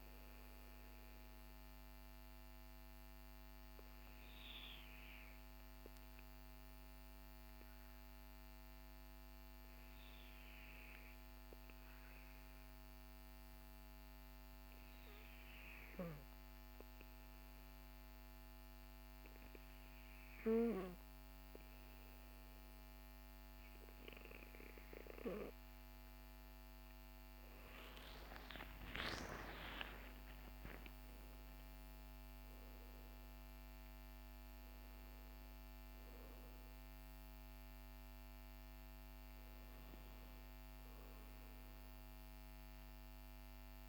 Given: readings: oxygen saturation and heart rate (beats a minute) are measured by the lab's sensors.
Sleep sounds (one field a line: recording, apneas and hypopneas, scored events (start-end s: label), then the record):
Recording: breathing in sleep by a microphone on the trachea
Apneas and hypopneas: 1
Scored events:
6.00-24.00 s: obstructive apnea (oxygen 98% before, 94% lowest, heart rate 47 before, 42 extreme, up 28 after)
26.00-30.00 s: arousal
From the record:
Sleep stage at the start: N2 (light sleep)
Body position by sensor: on the back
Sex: male